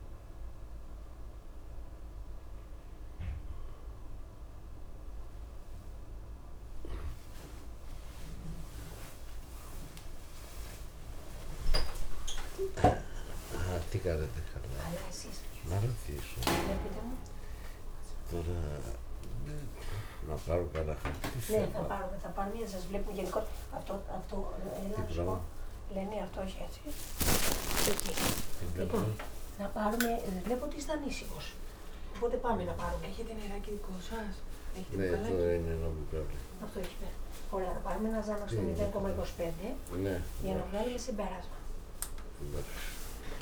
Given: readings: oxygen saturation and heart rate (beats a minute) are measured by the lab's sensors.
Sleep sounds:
a person awake in a sleep study, by a room microphone; none
35.00-39.00 s: snoring (device-marked)
From the record:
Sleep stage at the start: awake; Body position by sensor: on the back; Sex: male

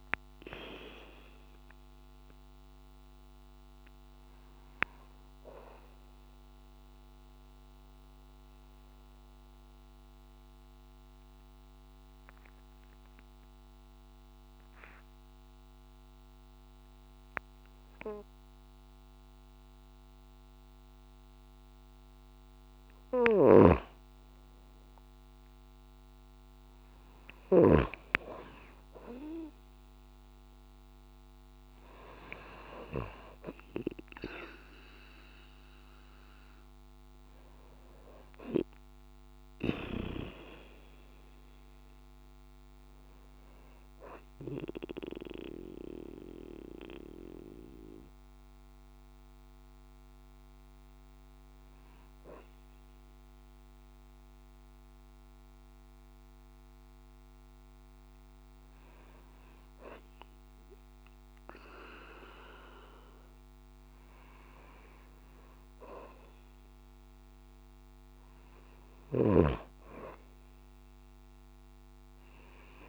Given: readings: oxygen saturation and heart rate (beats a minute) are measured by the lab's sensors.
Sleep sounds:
breathing in sleep by a microphone on the trachea; 2
6.00-21.50 s: mixed apnea (oxygen 95% before, 92% lowest)
23.00-27.50 s: snoring (device-marked)
24.50-28.50 s: arousal
33.50-48.50 s: oxygen desaturation (device-marked, oxygen 96% before, 92% lowest)
38.00-41.00 s: arousal
45.00-63.00 s: hypopnea (oxygen 96% before, 92% lowest)
65.00-68.50 s: arousal
From the record:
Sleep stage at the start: N2 (light sleep); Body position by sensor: on the right side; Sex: female

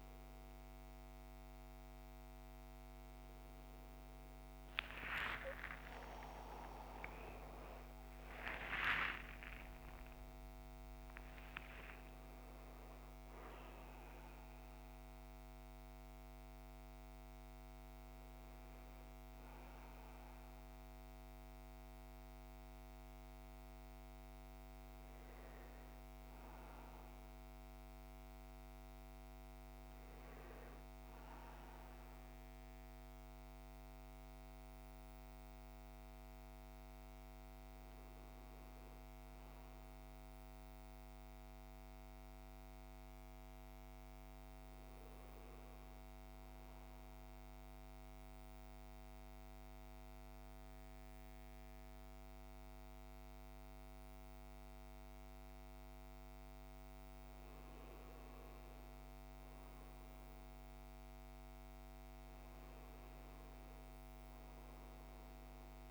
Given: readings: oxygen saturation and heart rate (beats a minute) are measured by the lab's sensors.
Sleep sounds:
breathing in sleep, hard to hear, by a microphone on the trachea; 1
0.00-9.00 s: oxygen desaturation (device-marked, oxygen 97% before, 93% lowest, heart rate 60 before, 62 extreme)
5.00-10.00 s: arousal
46.00-57.00 s: central apnea (oxygen 98% before, 89% lowest, heart rate 61 before, 58 extreme, up 5 after)
50.00-65.91 s: oxygen desaturation (device-marked, oxygen 98% before, 91% lowest, heart rate 61 before, 58 extreme)
59.00-62.50 s: arousal
From the record:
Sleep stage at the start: N1 (lightest sleep); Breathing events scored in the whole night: 528 in 6.7 hours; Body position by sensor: on the back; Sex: male

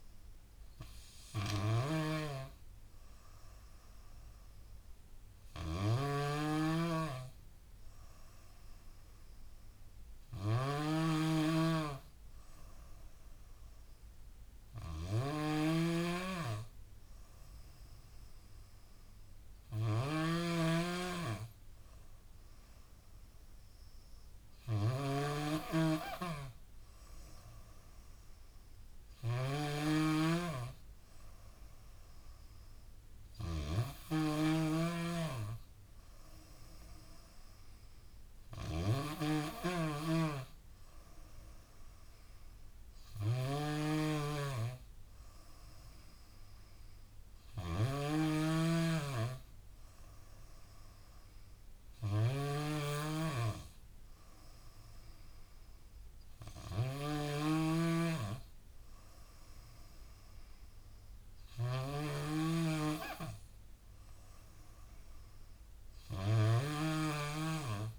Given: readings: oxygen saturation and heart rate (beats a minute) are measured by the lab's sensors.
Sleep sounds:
breathing in sleep by a room microphone; none
0.00-67.99 s: snoring (device-marked)
From the record:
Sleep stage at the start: N2 (light sleep); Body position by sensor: on the left side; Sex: female

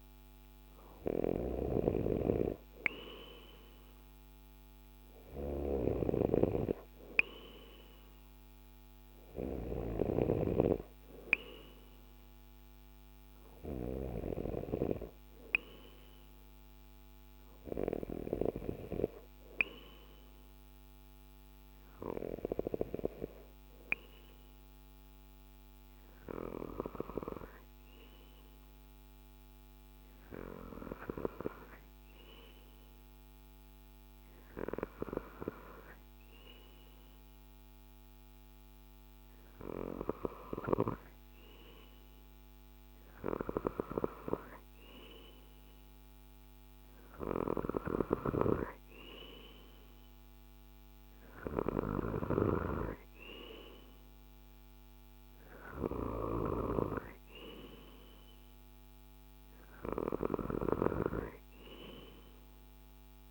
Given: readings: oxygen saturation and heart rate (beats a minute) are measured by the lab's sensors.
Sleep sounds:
breathing in sleep by a microphone on the trachea; none
0.00-1.50 s: arousal
From the record:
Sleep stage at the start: N2 (light sleep); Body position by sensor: on the left side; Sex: male

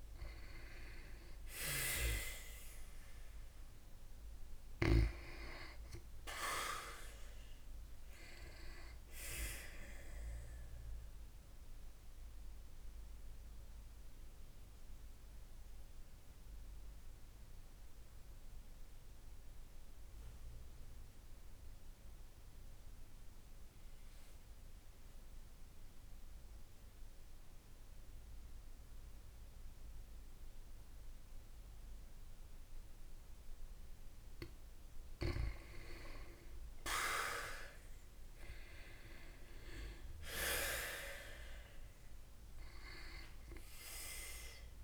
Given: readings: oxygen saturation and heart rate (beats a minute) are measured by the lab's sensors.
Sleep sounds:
breathing in sleep by a room microphone; 1
0.00-2.00 s: arousal
0.00-10.50 s: oxygen desaturation (device-marked, oxygen 90% lowest, heart rate 51 extreme)
10.50-34.00 s: obstructive apnea (oxygen 96% before, 89% lowest, heart rate 57 before, 51 extreme, up 7 after)
33.50-44.84 s: oxygen desaturation (device-marked, oxygen 95% before, 89% lowest, heart rate 54 before, 53 extreme)
36.50-41.50 s: arousal
From the record:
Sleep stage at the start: N2 (light sleep); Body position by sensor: on the back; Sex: female

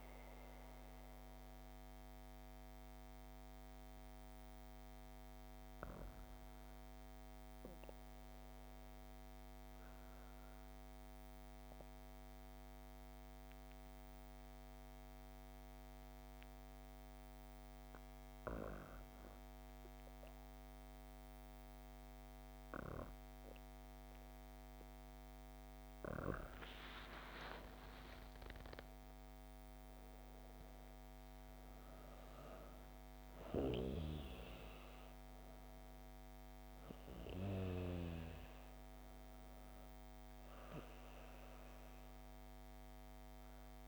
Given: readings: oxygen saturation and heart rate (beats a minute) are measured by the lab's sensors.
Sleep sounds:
breathing in sleep by a microphone on the trachea; 1
10.50-25.00 s: obstructive apnea (oxygen 98% before, 95% lowest, heart rate 61 before, 56 extreme, up 16 after)
26.00-30.50 s: arousal
From the record:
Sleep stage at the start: N2 (light sleep); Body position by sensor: on the back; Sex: female

